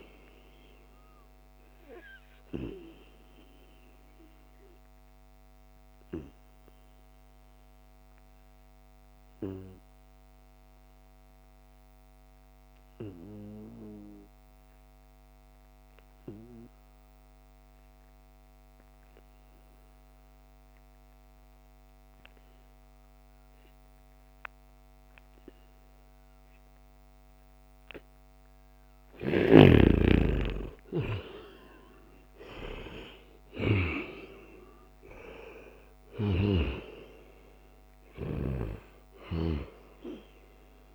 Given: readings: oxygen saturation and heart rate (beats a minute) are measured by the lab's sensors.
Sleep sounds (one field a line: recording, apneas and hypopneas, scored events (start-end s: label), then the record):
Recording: breathing in sleep by a microphone on the trachea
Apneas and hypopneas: 1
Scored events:
0.00-16.50 s: oxygen desaturation (device-marked, oxygen 91% lowest, heart rate 69 extreme)
1.50-29.50 s: obstructive apnea (oxygen 96% before, 88% lowest, heart rate 74 before, 69 extreme, up 7 after)
13.00-15.00 s: long interval between heartbeats (device-marked, heart rate 77 before, 74 extreme)
27.50-40.95 s: oxygen desaturation (device-marked, oxygen 97% before, 88% lowest, heart rate 73 before, 70 extreme)
30.00-35.00 s: arousal
From the record:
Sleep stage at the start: N2 (light sleep)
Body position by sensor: on the back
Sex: male